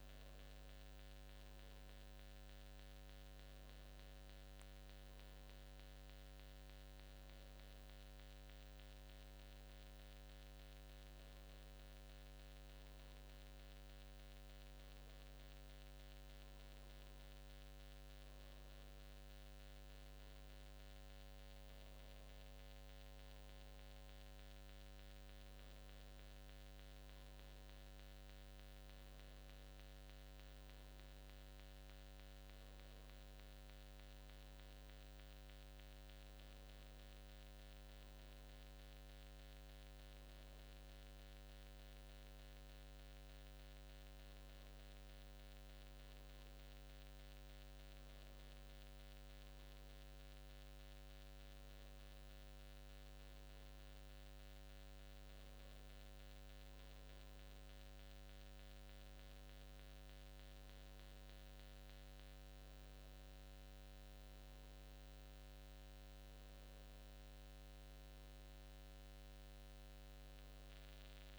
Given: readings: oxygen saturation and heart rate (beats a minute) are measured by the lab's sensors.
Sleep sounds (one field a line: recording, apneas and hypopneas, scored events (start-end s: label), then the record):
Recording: breathing in sleep, hard to hear, by a microphone on the trachea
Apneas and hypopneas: none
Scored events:
47.50-49.50 s: long interval between heartbeats (device-marked, heart rate 89 before, 87 extreme)
57.50-59.50 s: long interval between heartbeats (device-marked, heart rate 88 before, 84 extreme)
From the record:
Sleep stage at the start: N2 (light sleep)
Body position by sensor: on the back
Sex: male